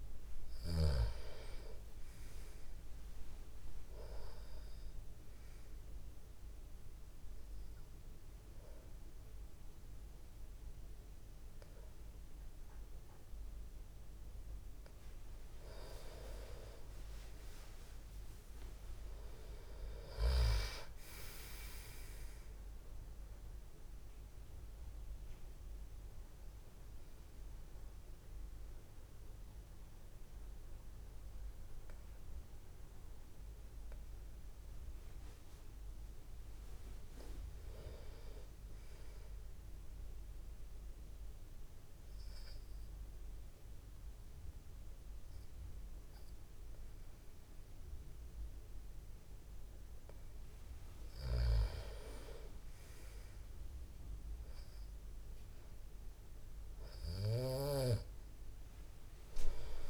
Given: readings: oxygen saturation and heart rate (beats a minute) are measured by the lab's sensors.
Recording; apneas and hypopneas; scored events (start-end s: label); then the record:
breathing in sleep by a room microphone; 2
16.50-19.50 s: arousal
23.50-36.00 s: obstructive apnea (oxygen 96% before, 93% lowest, heart rate 57 before, 39 extreme, up 8 after)
37.00-39.50 s: arousal
41.50-51.50 s: obstructive apnea (oxygen 96% before, 93% lowest, heart rate 57 before, 39 extreme, up 0 after)
51.50-58.00 s: snoring (device-marked)
58.50-59.90 s: arousal
From the record:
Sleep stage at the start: N2 (light sleep); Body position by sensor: on the back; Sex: male